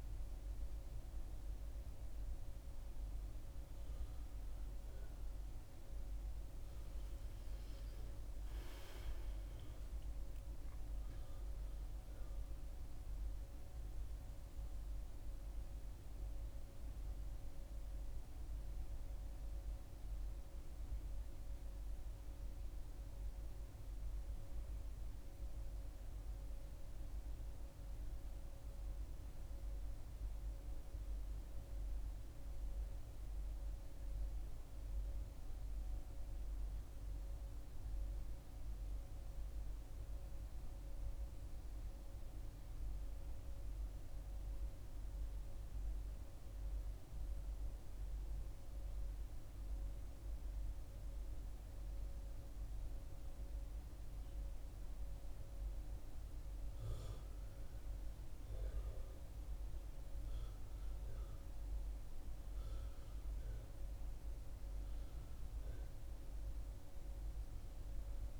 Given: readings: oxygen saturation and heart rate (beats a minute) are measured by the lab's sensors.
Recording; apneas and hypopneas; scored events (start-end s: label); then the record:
breathing in sleep, hard to hear, by a room microphone; 1
7.00-12.00 s: arousal
36.50-40.00 s: arousal
43.00-58.50 s: mixed apnea (oxygen 99% before, 93% lowest, heart rate 73 before, 67 extreme, up 3 after)
60.00-64.00 s: arousal
60.00-68.40 s: oxygen desaturation (device-marked, oxygen 97% before, 93% lowest, heart rate 69 before, 64 extreme)
From the record:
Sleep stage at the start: N2 (light sleep); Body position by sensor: on the back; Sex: female